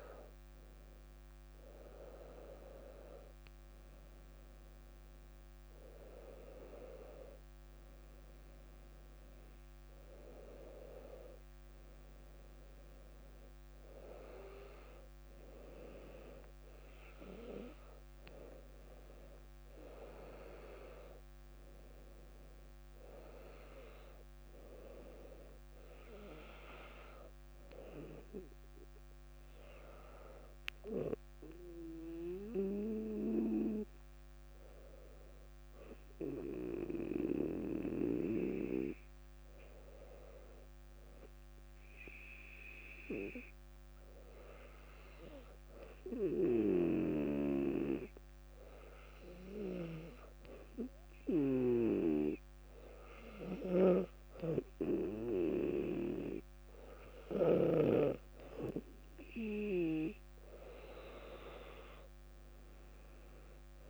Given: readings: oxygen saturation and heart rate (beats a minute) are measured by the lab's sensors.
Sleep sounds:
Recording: a person partly awake in a sleep study, by a microphone on the trachea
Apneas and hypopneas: 1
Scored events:
6.00-36.00 s: new sleep stage, N1 (lightest sleep)
36.00-63.90 s: new sleep stage, N2 (light sleep)
42.50-57.00 s: hypopnea (oxygen 98% before, 96% lowest, heart rate 60 before, 60 extreme, up 1 after)
53.50-58.00 s: snoring (device-marked)
60.50-63.90 s: arousal
From the record:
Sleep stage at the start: awake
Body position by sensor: on the back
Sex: female

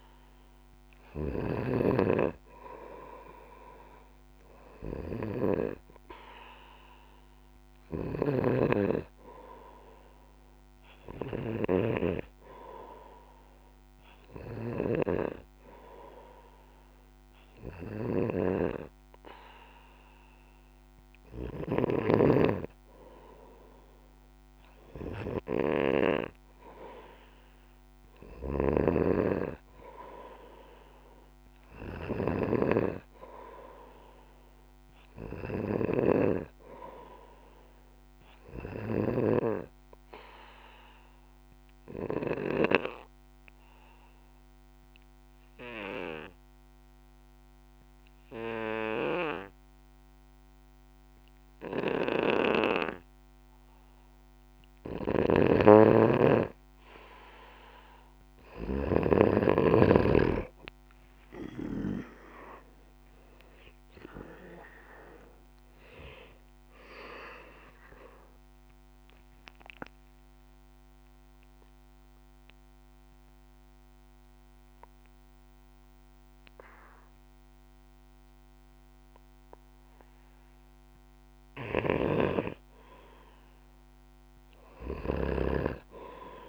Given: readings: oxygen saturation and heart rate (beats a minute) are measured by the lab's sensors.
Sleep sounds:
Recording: breathing in sleep by a microphone on the trachea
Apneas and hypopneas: 3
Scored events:
0.00-1.50 s: snoring (device-marked)
4.00-21.00 s: oxygen desaturation (device-marked, oxygen 97% before, 93% lowest, heart rate 60 before, 58 extreme)
10.00-23.00 s: hypopnea (oxygen 97% before, 93% lowest, heart rate 60 before, 58 extreme, up 2 after)
14.50-22.00 s: snoring (device-marked)
27.00-31.00 s: arousal
28.00-36.00 s: snoring (device-marked)
40.50-54.00 s: obstructive apnea (oxygen 96% before, 92% lowest, heart rate 60 before, 55 extreme, up 1 after)
55.00-59.00 s: snoring (device-marked)
61.50-65.50 s: arousal
69.00-81.50 s: obstructive apnea (oxygen 95% before, 92% lowest, heart rate 64 before, 54 extreme, up 6 after)
81.50-86.49 s: snoring (device-marked)
83.50-86.49 s: arousal
From the record:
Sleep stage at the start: N2 (light sleep)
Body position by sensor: on the back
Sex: male

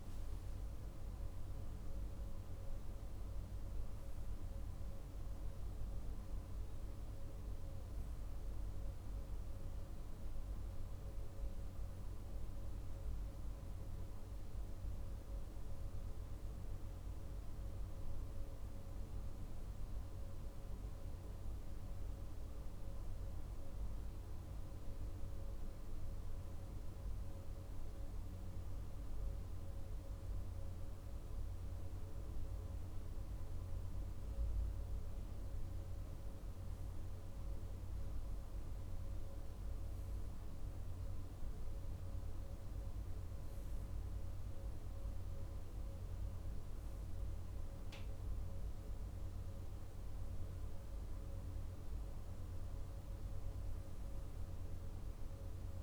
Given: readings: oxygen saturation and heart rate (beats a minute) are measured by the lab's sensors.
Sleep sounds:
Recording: breathing in sleep, hard to hear, by a room microphone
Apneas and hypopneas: none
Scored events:
none scored
From the record:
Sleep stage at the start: REM sleep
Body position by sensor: on the right side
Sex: male

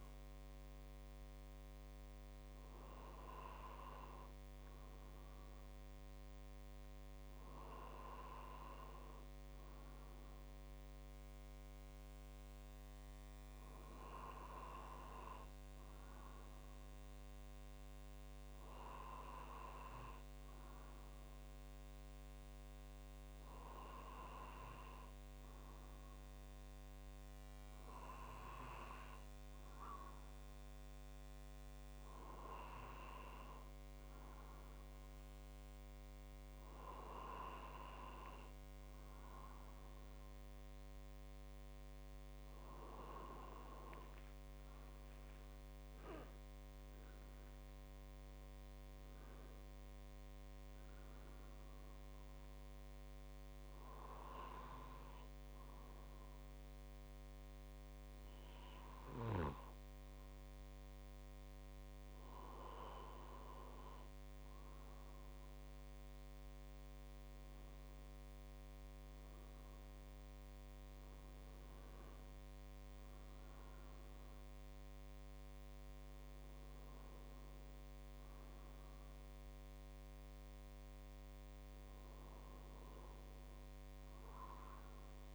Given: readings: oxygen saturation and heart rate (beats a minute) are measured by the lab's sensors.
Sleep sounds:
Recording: breathing in sleep by a microphone on the trachea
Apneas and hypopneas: none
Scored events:
0.00-5.00 s: drop in pulse transit time (device-marked, heart rate 50 extreme)
43.00-47.50 s: arousal
From the record:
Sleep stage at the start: N2 (light sleep)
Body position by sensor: on the right side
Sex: male

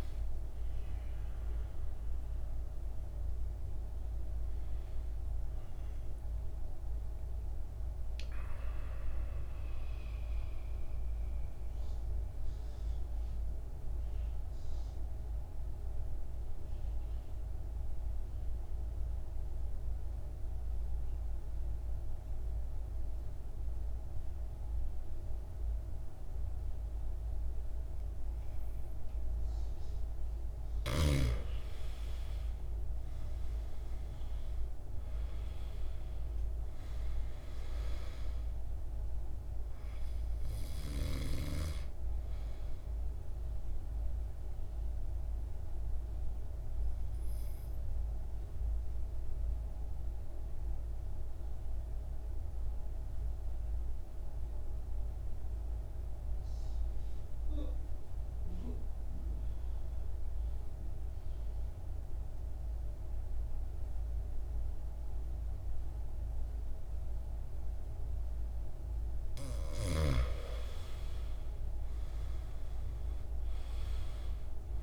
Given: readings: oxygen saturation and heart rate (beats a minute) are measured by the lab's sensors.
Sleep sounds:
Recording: breathing in sleep, hard to hear, by a room microphone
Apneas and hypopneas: 2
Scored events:
0.00-5.50 s: oxygen desaturation (device-marked, oxygen 82% lowest, heart rate 53 extreme)
7.50-20.50 s: oxygen desaturation (device-marked, oxygen 86% before, 78% lowest, heart rate 77 before, 53 extreme)
7.50-30.00 s: central apnea (oxygen 95% before, 78% lowest, heart rate 77 before, 53 extreme, up 11 after)
31.00-36.50 s: arousal
34.50-57.50 s: oxygen desaturation (device-marked, oxygen 100% before, 85% lowest, heart rate 57 before, 54 extreme)
43.00-68.50 s: mixed apnea (oxygen 100% before, 83% lowest, heart rate 58 before, 53 extreme, up 8 after)
66.50-74.83 s: oxygen desaturation (device-marked, oxygen 99% before, 83% lowest, heart rate 57 before, 53 extreme)
71.50-74.83 s: arousal
From the record:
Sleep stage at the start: N2 (light sleep)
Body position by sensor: on the back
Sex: male

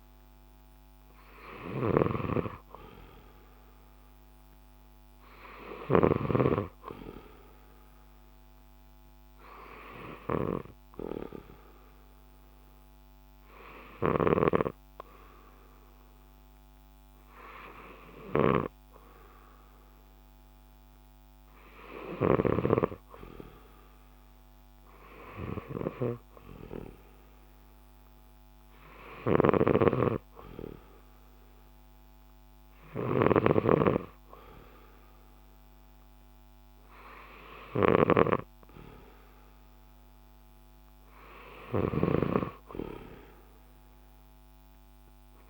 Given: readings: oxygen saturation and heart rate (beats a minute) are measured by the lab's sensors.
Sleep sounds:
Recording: breathing in sleep by a microphone on the trachea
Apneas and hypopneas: 1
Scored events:
0.00-7.00 s: oxygen desaturation (device-marked, oxygen 89% lowest, heart rate 65 extreme)
0.00-23.00 s: snoring (device-marked)
2.50-6.00 s: arousal
9.00-22.00 s: oxygen desaturation (device-marked, oxygen 93% before, 90% lowest, heart rate 68 before, 65 extreme)
9.00-24.00 s: hypopnea (oxygen 96% before, 88% lowest, heart rate 68 before, 65 extreme, up 3 after)
26.50-29.00 s: arousal
29.50-45.50 s: snoring (device-marked)
34.00-45.50 s: oxygen desaturation (device-marked, oxygen 92% before, 88% lowest, heart rate 66 before, 63 extreme)
From the record:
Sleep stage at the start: N2 (light sleep)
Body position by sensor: on the left side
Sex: male

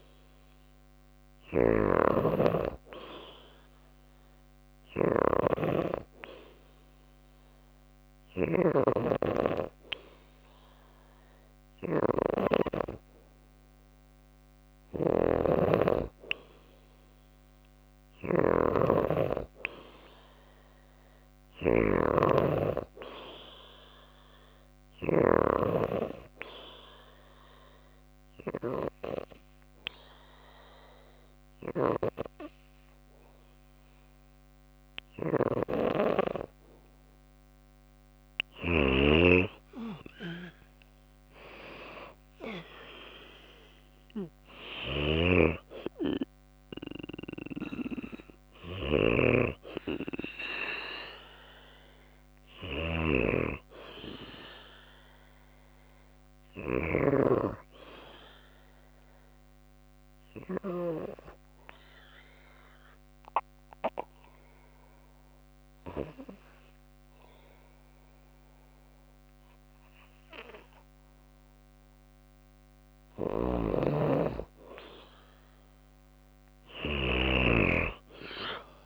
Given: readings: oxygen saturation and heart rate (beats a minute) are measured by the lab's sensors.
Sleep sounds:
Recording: breathing in sleep by a microphone on the trachea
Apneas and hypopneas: 3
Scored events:
0.00-8.00 s: snoring (device-marked)
3.00-13.50 s: hypopnea (oxygen 99% before, 93% lowest, heart rate 55 before, 56 extreme, up 1 after)
14.00-24.50 s: snoring (device-marked)
16.50-20.00 s: arousal
25.00-36.00 s: obstructive apnea (oxygen 98% before, 92% lowest, heart rate 57 before, 55 extreme, up 4 after)
34.00-38.00 s: snoring (device-marked)
39.00-42.50 s: arousal
44.00-56.00 s: snoring (device-marked)
60.50-72.00 s: obstructive apnea (oxygen 95% before, 92% lowest, heart rate 57 before, 52 extreme, up 2 after)
72.00-78.86 s: snoring (device-marked)
77.50-78.86 s: arousal
From the record:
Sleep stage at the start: N2 (light sleep)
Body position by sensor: on the back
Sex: female

